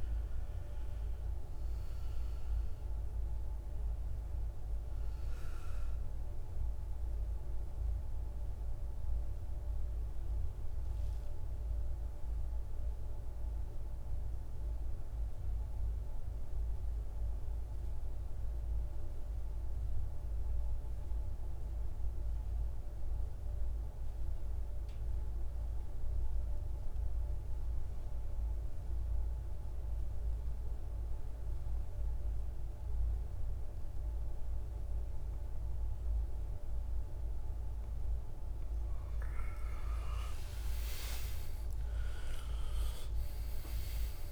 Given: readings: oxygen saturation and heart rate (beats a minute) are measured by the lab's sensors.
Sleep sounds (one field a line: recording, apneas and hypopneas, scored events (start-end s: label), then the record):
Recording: breathing in sleep, hard to hear, by a room microphone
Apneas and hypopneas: 1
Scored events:
0.00-2.50 s: arousal
0.00-19.50 s: oxygen desaturation (device-marked, oxygen 89% lowest, heart rate 58 extreme)
9.50-25.00 s: mixed apnea (oxygen 100% before, 84% lowest, heart rate 63 before, 58 extreme, up 3 after)
32.50-44.32 s: oxygen desaturation (device-marked, oxygen 98% before, 84% lowest, heart rate 59 before, 55 extreme)
40.00-44.32 s: arousal
From the record:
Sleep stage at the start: N2 (light sleep)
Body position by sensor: on the back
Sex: male